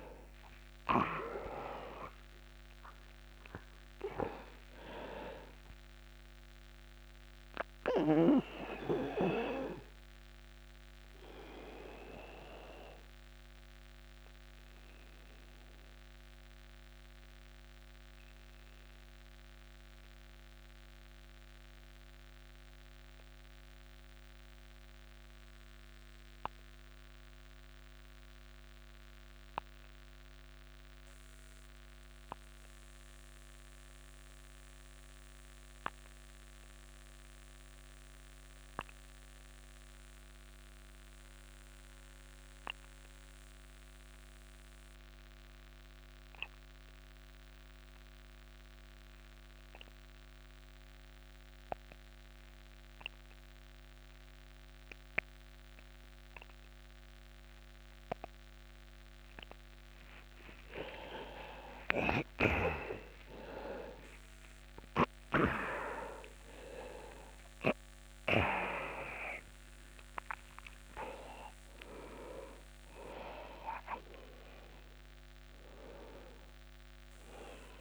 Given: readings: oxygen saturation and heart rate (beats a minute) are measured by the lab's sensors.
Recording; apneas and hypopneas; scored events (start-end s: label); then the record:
breathing in sleep by a microphone on the trachea; 1
0.00-28.00 s: oxygen desaturation (device-marked, oxygen 90% lowest, heart rate 25 extreme)
7.50-59.00 s: obstructive apnea (oxygen 99% before, 82% lowest, heart rate 65 before, 25 extreme, up 25 after)
44.00-77.81 s: oxygen desaturation (device-marked, oxygen 99% before, 82% lowest, heart rate 48 before, 35 extreme)
61.00-64.50 s: arousal
From the record:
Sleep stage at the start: N2 (light sleep); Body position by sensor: on the back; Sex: male